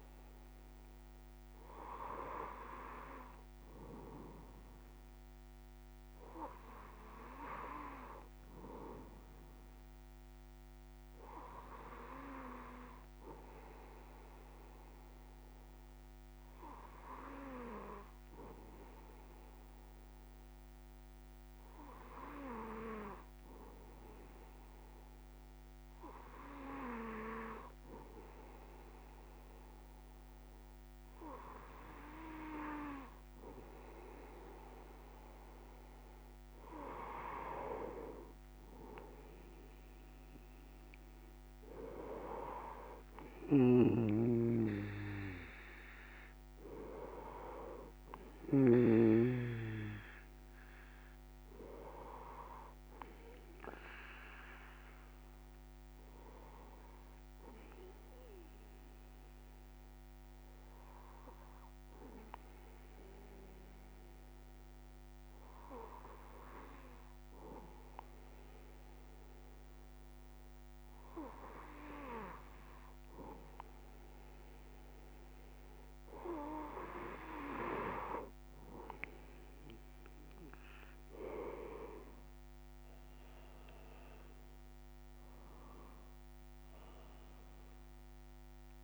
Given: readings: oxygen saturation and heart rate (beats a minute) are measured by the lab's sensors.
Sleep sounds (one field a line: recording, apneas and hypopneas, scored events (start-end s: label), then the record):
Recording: breathing in sleep by a microphone on the trachea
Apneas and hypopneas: 2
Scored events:
15.00-33.50 s: hypopnea (oxygen 97% before, 96% lowest, heart rate 114 before, 57 extreme, up 36 after)
43.50-49.00 s: snoring (device-marked)
54.50-73.50 s: obstructive apnea (oxygen 97% before, 96% lowest, heart rate 94 before, 25 extreme)
From the record:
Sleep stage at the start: N1 (lightest sleep)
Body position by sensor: on the back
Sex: male